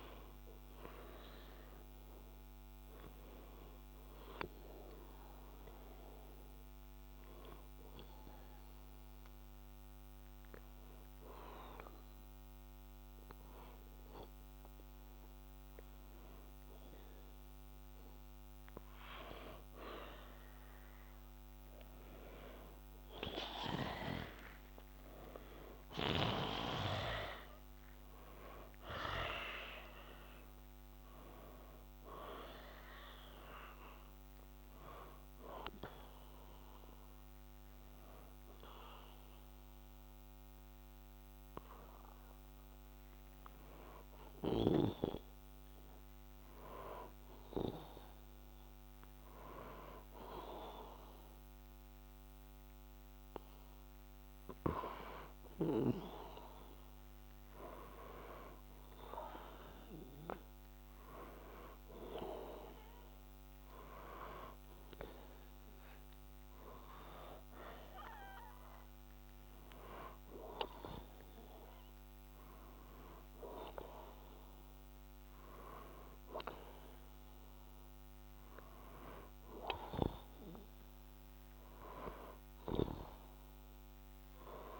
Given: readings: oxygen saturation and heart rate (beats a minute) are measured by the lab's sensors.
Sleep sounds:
breathing in sleep by a microphone on the trachea; 2
6.50-18.50 s: obstructive apnea (oxygen 95% before, 93% lowest, heart rate 62 before, 62 extreme, up 1 after)
23.50-29.50 s: arousal
34.00-45.00 s: hypopnea (oxygen 98% before, 93% lowest, heart rate 64 before, 58 extreme, up 0 after)
56.00-61.50 s: arousal
60.50-83.50 s: oxygen desaturation (device-marked, oxygen 97% before, 93% lowest, heart rate 61 before, 54 extreme)
From the record:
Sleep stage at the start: N2 (light sleep); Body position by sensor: on the back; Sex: male

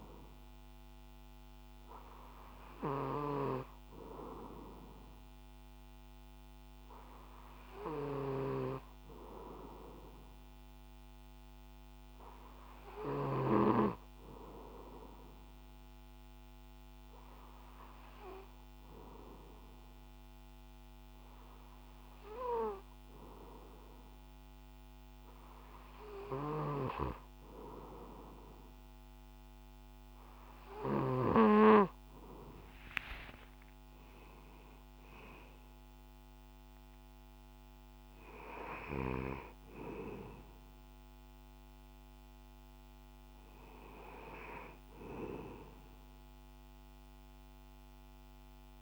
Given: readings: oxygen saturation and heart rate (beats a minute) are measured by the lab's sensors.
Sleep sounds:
breathing in sleep by a microphone on the trachea; none
32.00-35.50 s: arousal
From the record:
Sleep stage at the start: N2 (light sleep); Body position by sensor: on the back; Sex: male

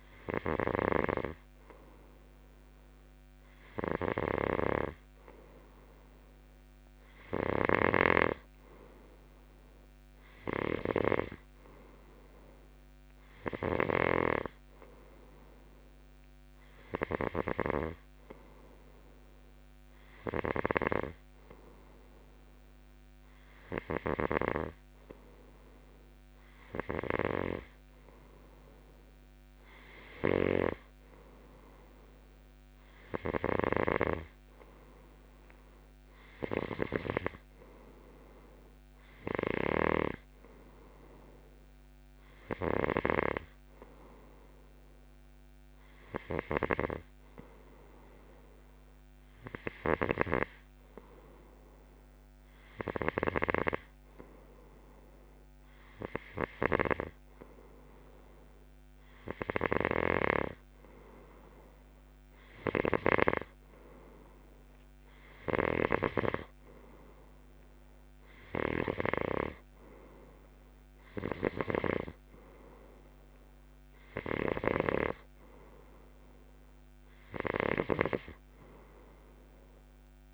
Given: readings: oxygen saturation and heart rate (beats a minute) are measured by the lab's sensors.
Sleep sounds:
breathing in sleep by a microphone on the trachea; none
0.00-11.50 s: snoring (device-marked)
13.50-37.50 s: snoring (device-marked)
39.50-63.50 s: snoring (device-marked)
65.50-80.34 s: snoring (device-marked)
From the record:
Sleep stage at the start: N2 (light sleep); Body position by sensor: on the left side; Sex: male

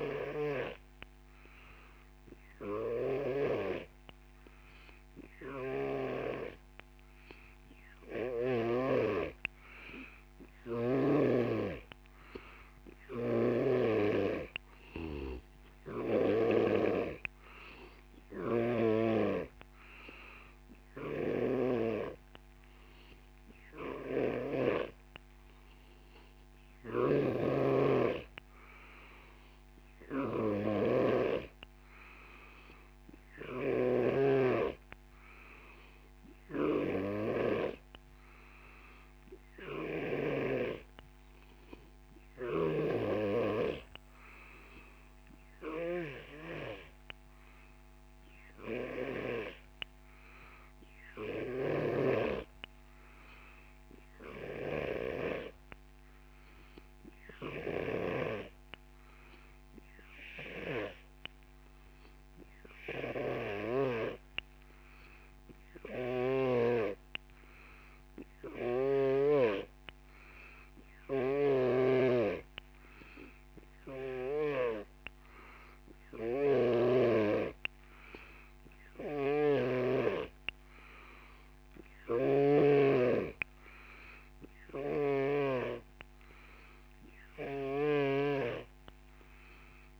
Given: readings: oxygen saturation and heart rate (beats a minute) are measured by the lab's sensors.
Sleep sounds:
breathing in sleep by a microphone on the trachea; none
0.00-3.50 s: snoring (device-marked)
13.00-16.50 s: snoring (device-marked)
21.00-40.50 s: snoring (device-marked)
51.50-66.50 s: snoring (device-marked)
71.00-74.50 s: snoring (device-marked)
79.00-82.50 s: snoring (device-marked)
87.00-90.00 s: snoring (device-marked)
From the record:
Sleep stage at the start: N3 (deep sleep); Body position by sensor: on the back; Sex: male

